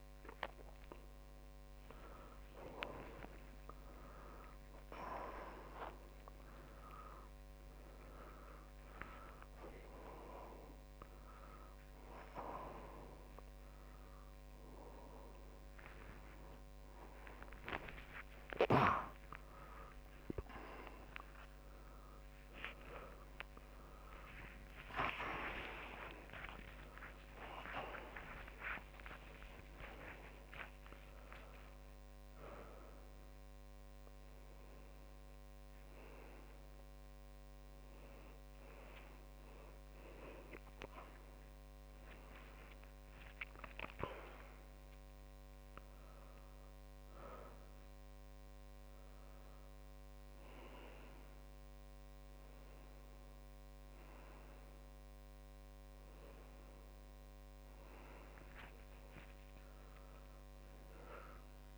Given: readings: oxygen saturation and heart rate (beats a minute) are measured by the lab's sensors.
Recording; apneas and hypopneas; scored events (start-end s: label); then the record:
a person awake in a sleep study, by a microphone on the trachea; none
4.00-6.00 s: long interval between heartbeats (device-marked)
6.50-8.50 s: long interval between heartbeats (device-marked)
9.00-11.00 s: long interval between heartbeats (device-marked)
18.50-20.50 s: long interval between heartbeats (device-marked)
22.00-24.00 s: long interval between heartbeats (device-marked)
27.00-29.00 s: long interval between heartbeats (device-marked)
30.50-32.50 s: long interval between heartbeats (device-marked)
50.00-56.00 s: tachycardia (device-marked, heart rate 35 before, 131 extreme)
From the record:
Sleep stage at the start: awake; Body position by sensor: on the left side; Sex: male